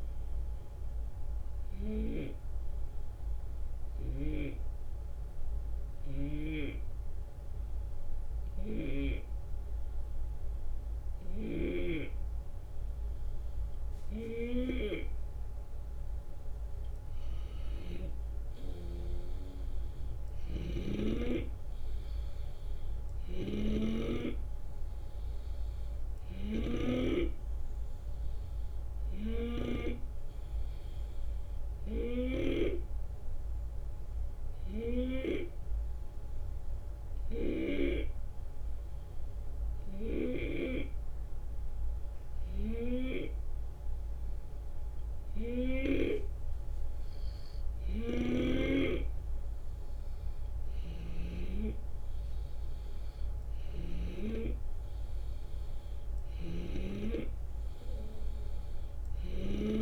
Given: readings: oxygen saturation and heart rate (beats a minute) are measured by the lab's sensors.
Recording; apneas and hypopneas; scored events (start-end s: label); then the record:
breathing in sleep by a room microphone; 2
0.00-2.00 s: drop in pulse transit time (device-marked, heart rate 74 extreme)
1.50-6.50 s: snoring (device-marked)
3.00-17.00 s: hypopnea (oxygen 94% before, 89% lowest, heart rate 77 before, 69 extreme, up 8 after)
19.50-24.00 s: arousal
23.00-32.50 s: snoring (device-marked)
27.00-39.00 s: oxygen desaturation (device-marked, oxygen 95% before, 90% lowest, heart rate 73 before, 73 extreme)
30.50-47.50 s: hypopnea (oxygen 95% before, 90% lowest, heart rate 74 before, 73 extreme, up 5 after)
48.00-51.50 s: snoring (device-marked)
51.50-55.50 s: arousal
56.00-59.82 s: snoring (device-marked)
From the record:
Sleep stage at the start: N2 (light sleep); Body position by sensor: on the left side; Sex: male